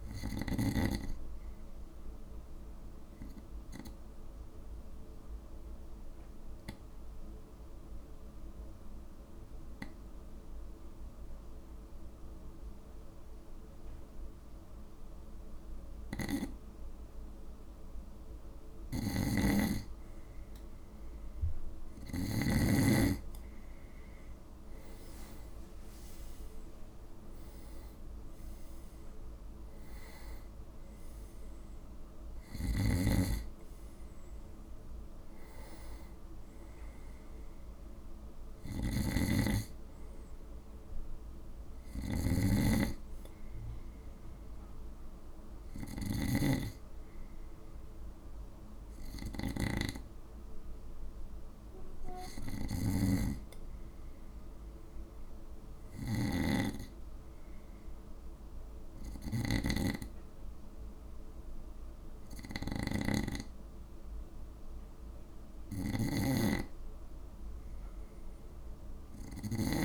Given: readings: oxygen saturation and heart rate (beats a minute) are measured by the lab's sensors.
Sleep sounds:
breathing in sleep by a room microphone; 2
2.50-17.50 s: obstructive apnea (oxygen 97% before, 93% lowest, heart rate 57 before, 55 extreme, up 3 after)
18.50-22.50 s: snoring (device-marked)
19.50-22.50 s: arousal
32.50-69.85 s: snoring (device-marked)
36.00-40.00 s: arousal
44.50-63.50 s: hypopnea (oxygen 96% before, 92% lowest, heart rate 60 before, 55 extreme, up 0 after)
65.00-67.50 s: arousal
From the record:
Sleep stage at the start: N2 (light sleep); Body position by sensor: on the right side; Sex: male

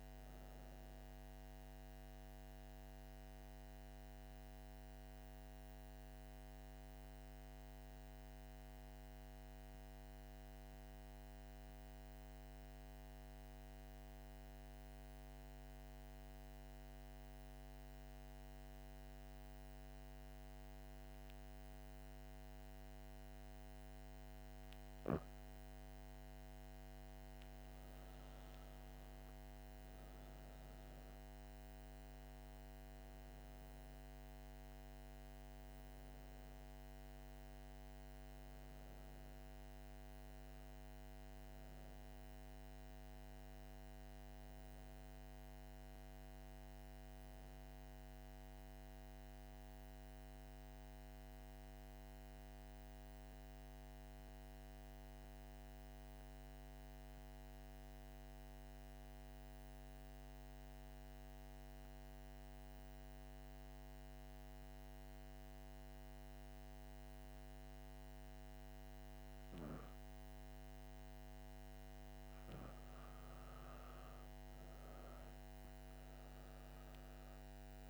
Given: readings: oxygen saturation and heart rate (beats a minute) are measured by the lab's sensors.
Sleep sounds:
breathing in sleep, hard to hear, by a microphone on the trachea; 2
3.00-23.00 s: central apnea (oxygen 97% before, 91% lowest)
25.00-47.00 s: oxygen desaturation (device-marked, oxygen 97% before, 91% lowest)
27.00-31.50 s: arousal
48.50-70.00 s: mixed apnea (oxygen 96% before, 90% lowest)
71.00-77.90 s: oxygen desaturation (device-marked, oxygen 97% before, 90% lowest)
73.00-77.00 s: arousal
From the record:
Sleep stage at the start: N2 (light sleep); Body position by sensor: on the back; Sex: female

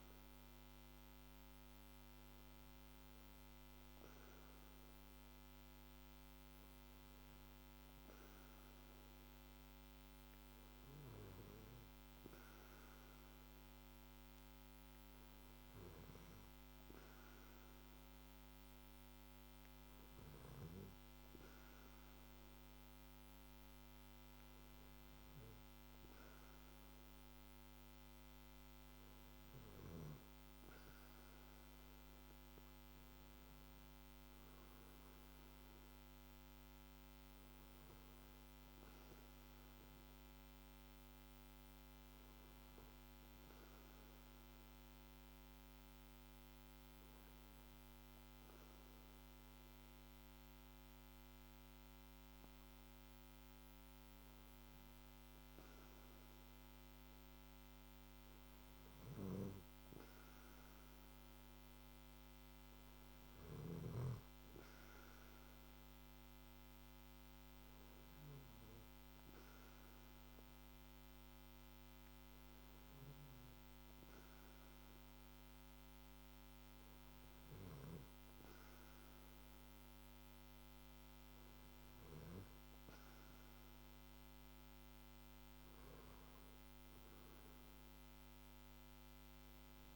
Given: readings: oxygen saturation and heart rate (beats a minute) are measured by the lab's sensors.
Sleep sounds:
breathing in sleep, hard to hear, by a microphone on the trachea; 1
43.00-58.00 s: obstructive apnea (oxygen 95% before, 94% lowest, heart rate 50 before, 50 extreme, up 2 after)
59.50-64.00 s: arousal
From the record:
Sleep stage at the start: N2 (light sleep); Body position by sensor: on the back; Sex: male

